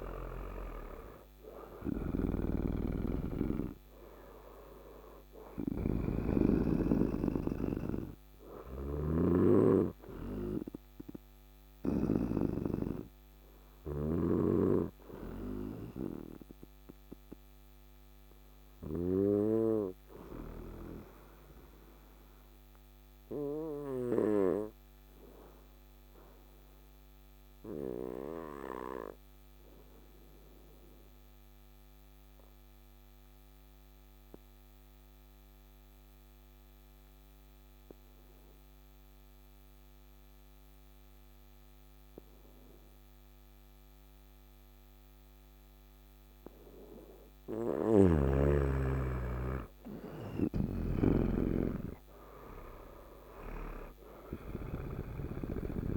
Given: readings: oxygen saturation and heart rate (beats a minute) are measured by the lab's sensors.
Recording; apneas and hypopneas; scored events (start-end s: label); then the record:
breathing in sleep by a microphone on the trachea; 1
0.00-1.50 s: arousal
1.50-14.00 s: snoring (device-marked)
16.00-45.00 s: obstructive apnea (oxygen 99% before, 91% lowest, heart rate 62 before, 55 extreme, up 7 after)
39.00-55.97 s: oxygen desaturation (device-marked, oxygen 99% before, 91% lowest, heart rate 56 before, 53 extreme)
47.00-55.97 s: snoring (device-marked)
48.50-52.50 s: arousal
From the record:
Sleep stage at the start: N2 (light sleep); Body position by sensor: on the right side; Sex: male